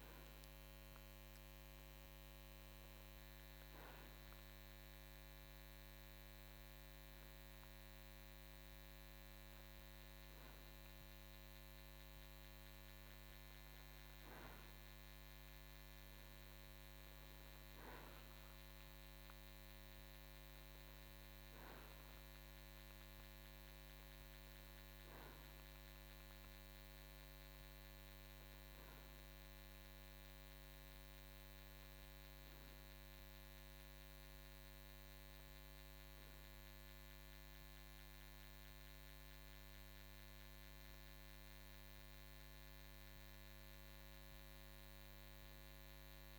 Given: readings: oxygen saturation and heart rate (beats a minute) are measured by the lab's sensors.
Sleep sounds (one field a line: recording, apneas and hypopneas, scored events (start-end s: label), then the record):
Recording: breathing in sleep, hard to hear, by a microphone on the trachea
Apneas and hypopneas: none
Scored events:
none scored
From the record:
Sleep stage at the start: REM sleep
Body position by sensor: on the right side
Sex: male